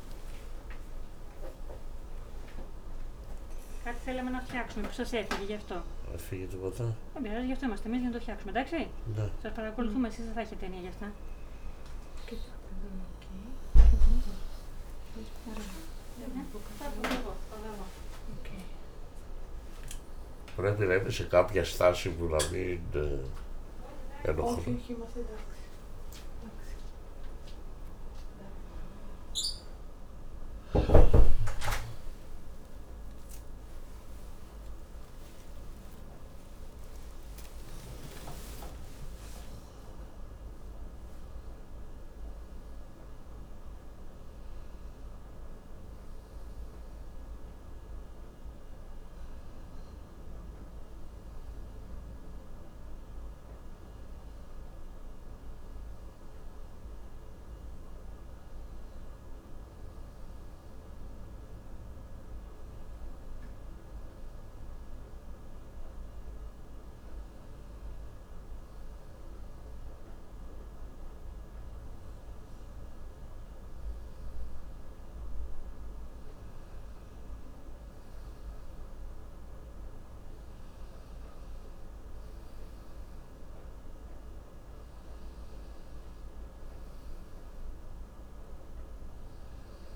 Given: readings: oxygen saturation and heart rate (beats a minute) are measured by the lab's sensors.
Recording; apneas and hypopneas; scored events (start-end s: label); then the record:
a person awake in a sleep study, by a room microphone; none
16.50-31.50 s: oxygen desaturation (device-marked, oxygen 97% before, 92% lowest)
21.00-25.00 s: snoring (device-marked)
47.50-89.96 s: new sleep stage, N1 (lightest sleep)
66.50-89.96 s: oxygen desaturation (device-marked, oxygen 98% before, 93% lowest, heart rate 31 before, 46 extreme)
77.50-82.50 s: arousal
From the record:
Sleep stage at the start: awake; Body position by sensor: on the left side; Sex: male